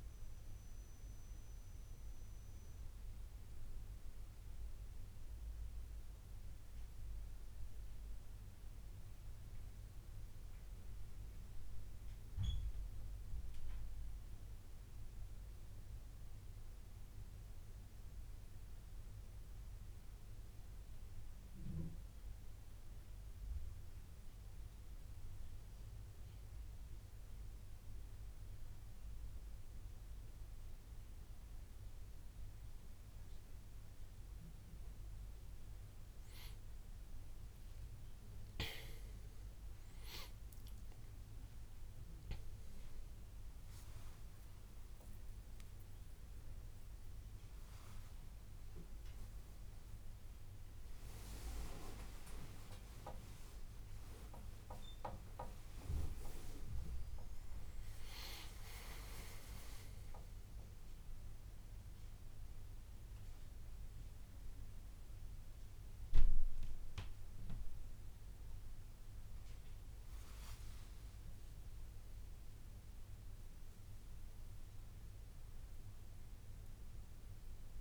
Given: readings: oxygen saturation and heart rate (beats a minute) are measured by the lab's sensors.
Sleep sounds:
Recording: a person awake in a sleep study, by a room microphone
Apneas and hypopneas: none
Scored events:
none scored
From the record:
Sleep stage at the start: awake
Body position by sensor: on the back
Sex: male

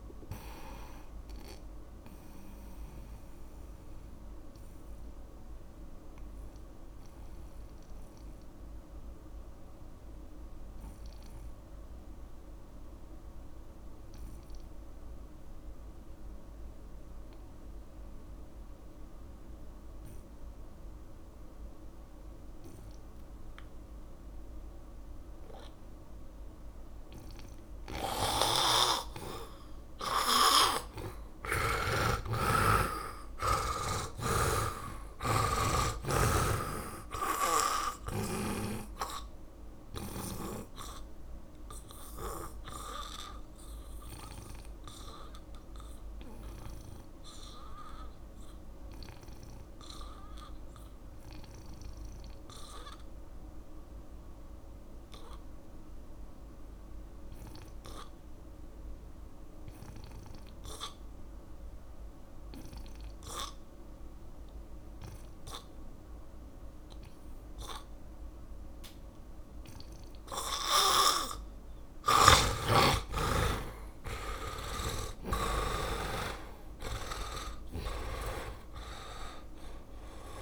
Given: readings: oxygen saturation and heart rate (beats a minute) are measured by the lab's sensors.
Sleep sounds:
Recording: breathing in sleep by a room microphone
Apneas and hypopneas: 2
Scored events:
0.00-17.00 s: oxygen desaturation (device-marked, oxygen 80% lowest, heart rate 57 extreme)
1.00-29.50 s: mixed apnea (oxygen 100% before, 80% lowest, heart rate 68 before, 57 extreme, up 10 after)
28.50-32.50 s: snoring (device-marked)
29.00-61.00 s: oxygen desaturation (device-marked, oxygen 100% before, 81% lowest, heart rate 68 before, 53 extreme)
31.50-35.50 s: arousal
34.50-39.00 s: snoring (device-marked)
41.50-69.00 s: obstructive apnea (oxygen 100% before, 80% lowest, heart rate 64 before, 53 extreme, up 5 after)
72.50-79.00 s: snoring (device-marked)
73.00-78.50 s: arousal
74.00-80.42 s: oxygen desaturation (device-marked, oxygen 99% before, 80% lowest, heart rate 58 before, 49 extreme)
From the record:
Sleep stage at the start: N2 (light sleep)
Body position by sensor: on the back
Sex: male

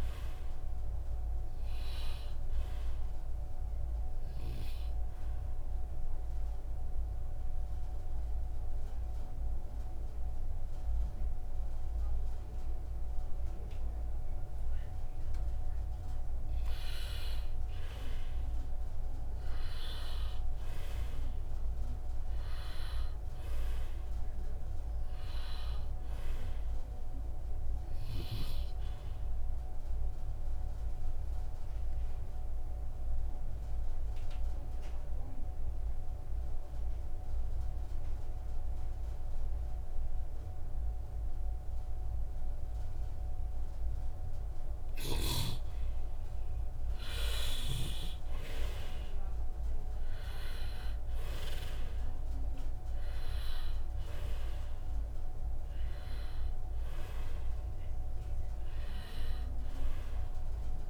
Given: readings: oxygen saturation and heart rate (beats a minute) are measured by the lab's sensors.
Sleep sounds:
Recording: breathing in sleep by a room microphone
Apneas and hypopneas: 2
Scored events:
2.50-19.50 s: oxygen desaturation (device-marked, oxygen 98% before, 87% lowest, heart rate 64 before, 61 extreme)
5.00-17.00 s: obstructive apnea (oxygen 98% before, 84% lowest, heart rate 64 before, 61 extreme, up 0 after)
19.50-24.50 s: arousal
29.50-44.50 s: oxygen desaturation (device-marked, oxygen 98% before, 88% lowest, heart rate 63 before, 57 extreme)
30.00-45.00 s: obstructive apnea (oxygen 98% before, 84% lowest, heart rate 63 before, 57 extreme, up 0 after)
46.50-50.50 s: arousal
46.50-60.90 s: oxygen desaturation (device-marked, oxygen 98% before, 84% lowest, heart rate 64 before, 56 extreme)
From the record:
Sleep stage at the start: N2 (light sleep)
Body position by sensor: on the left side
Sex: male

